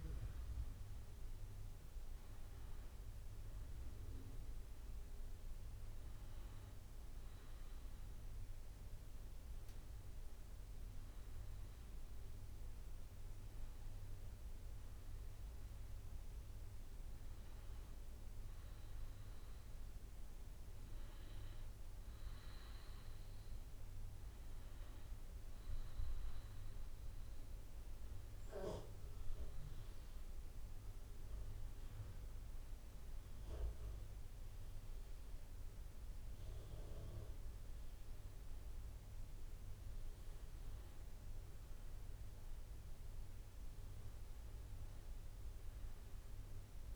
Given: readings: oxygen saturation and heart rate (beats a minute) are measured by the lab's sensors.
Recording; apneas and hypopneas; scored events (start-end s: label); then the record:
breathing in sleep, hard to hear, by a room microphone; none
30.50-46.96 s: new sleep stage, N1 (lightest sleep)
From the record:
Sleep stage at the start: N2 (light sleep); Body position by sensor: on the back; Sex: male